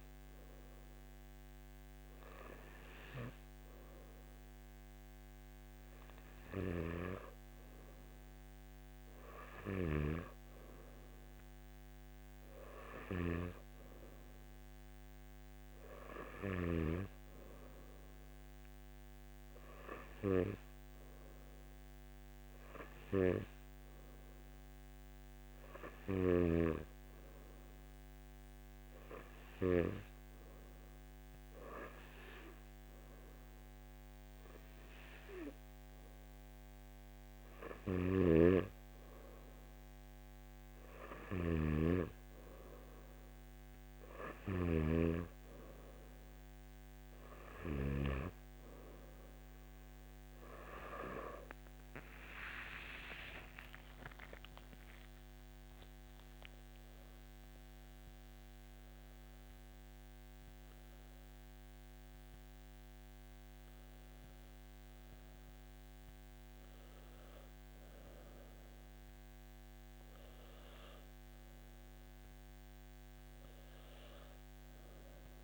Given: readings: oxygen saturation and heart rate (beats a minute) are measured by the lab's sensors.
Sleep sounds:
breathing in sleep by a microphone on the trachea; none
38.00-48.00 s: snoring (device-marked)
From the record:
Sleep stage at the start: N1 (lightest sleep); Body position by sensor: on the back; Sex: male

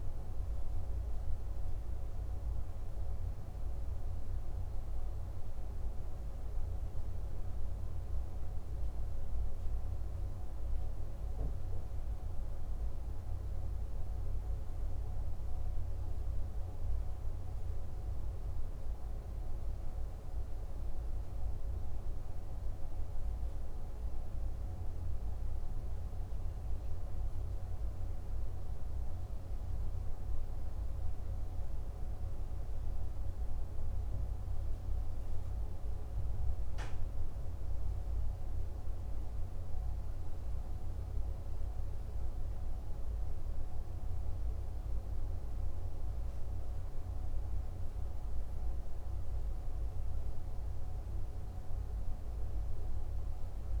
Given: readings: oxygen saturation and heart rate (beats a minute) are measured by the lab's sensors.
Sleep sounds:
breathing in sleep, hard to hear, by a room microphone; none
none scored
From the record:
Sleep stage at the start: REM sleep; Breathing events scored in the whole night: 71 in 5.8 hours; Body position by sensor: on the left side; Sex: male

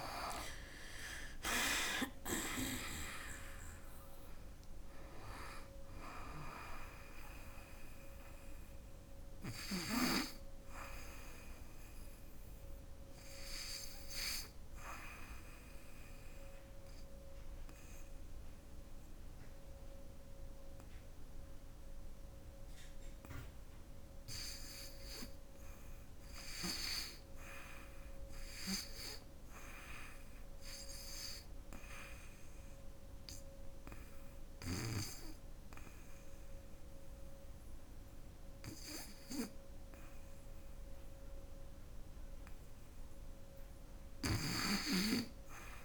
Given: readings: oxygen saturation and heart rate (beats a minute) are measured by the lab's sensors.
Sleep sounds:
breathing in sleep by a room microphone; 2
0.00-2.00 s: arousal
0.00-26.50 s: oxygen desaturation (device-marked, oxygen 90% lowest, heart rate 64 extreme)
13.50-24.50 s: obstructive apnea (oxygen 96% before, 88% lowest, heart rate 82 before, 64 extreme, up 2 after)
26.50-29.00 s: arousal
31.50-41.50 s: obstructive apnea (oxygen 99% before, 88% lowest, heart rate 72 before, 64 extreme, up 0 after)
43.00-45.85 s: arousal
From the record:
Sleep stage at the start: N2 (light sleep); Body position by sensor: on the back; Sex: female

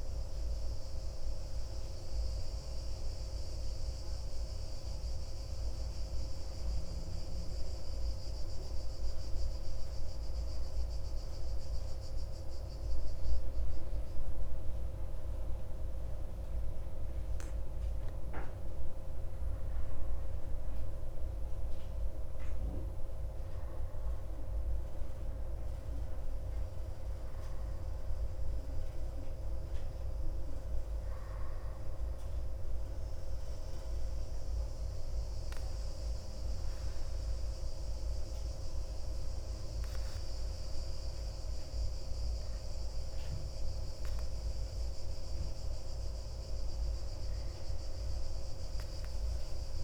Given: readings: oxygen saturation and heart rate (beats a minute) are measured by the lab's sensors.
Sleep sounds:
breathing in sleep, hard to hear, by a room microphone; 1
6.00-20.50 s: hypopnea (oxygen 98% before, 97% lowest)
22.50-26.50 s: arousal
From the record:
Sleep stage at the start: N2 (light sleep); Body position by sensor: on the back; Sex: male

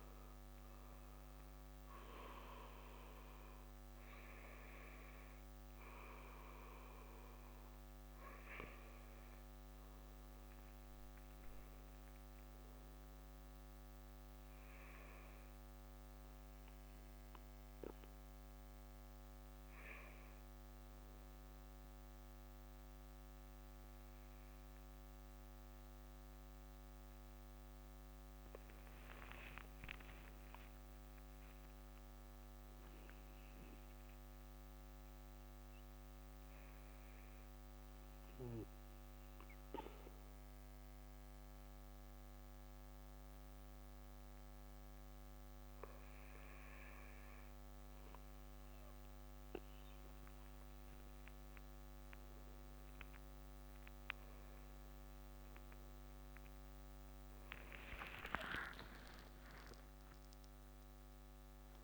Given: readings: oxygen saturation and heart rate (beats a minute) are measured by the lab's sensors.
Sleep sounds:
breathing in sleep by a microphone on the trachea; 2
0.00-5.50 s: oxygen desaturation (device-marked, oxygen 94% lowest, heart rate 59 extreme)
10.00-13.50 s: arousal
17.50-28.50 s: hypopnea (oxygen 98% before, 95% lowest, heart rate 65 before, 58 extreme, up 8 after)
29.50-33.00 s: arousal
36.00-49.50 s: hypopnea (oxygen 98% before, 95% lowest, heart rate 62 before, 58 extreme, up 10 after)
54.00-58.50 s: arousal
From the record:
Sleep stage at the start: N2 (light sleep); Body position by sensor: on the right side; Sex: male

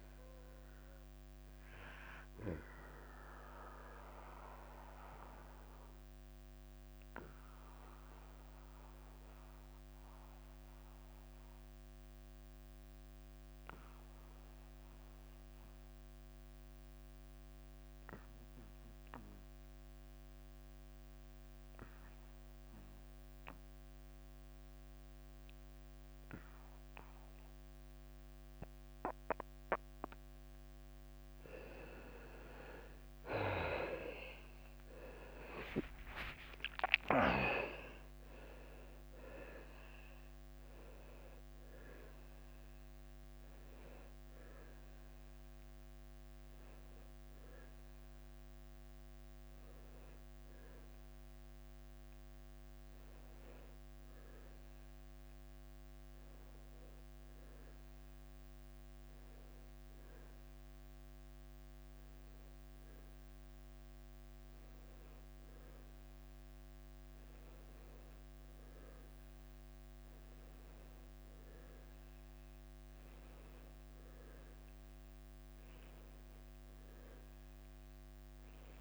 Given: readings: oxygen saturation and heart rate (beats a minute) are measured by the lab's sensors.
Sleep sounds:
breathing in sleep by a microphone on the trachea; 1
0.00-7.50 s: drop in pulse transit time (device-marked, heart rate 83 extreme)
0.00-9.50 s: oxygen desaturation (device-marked, oxygen 91% lowest, heart rate 83 extreme)
1.50-31.50 s: obstructive apnea (oxygen 98% before, 79% lowest, heart rate 88 before, 83 extreme, up 19 after)
11.50-22.50 s: oxygen desaturation (device-marked, oxygen 92% before, 79% lowest, heart rate 87 before, 83 extreme)
33.00-37.00 s: arousal
35.50-39.50 s: tachycardia (device-marked, heart rate 87 before, 102 extreme)
35.50-45.50 s: oxygen desaturation (device-marked, oxygen 97% before, 92% lowest, heart rate 85 before, 92 extreme)
35.50-48.50 s: drop in pulse transit time (device-marked, heart rate 85 before, 88 extreme)
36.50-38.50 s: long interval between heartbeats (device-marked, heart rate 85 before, 100 extreme)
54.50-78.81 s: new sleep stage, N1 (lightest sleep)
59.50-75.50 s: oxygen desaturation (device-marked, oxygen 93% before, 82% lowest, heart rate 97 before, 91 extreme)
From the record:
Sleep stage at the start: N2 (light sleep); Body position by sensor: on the back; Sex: male

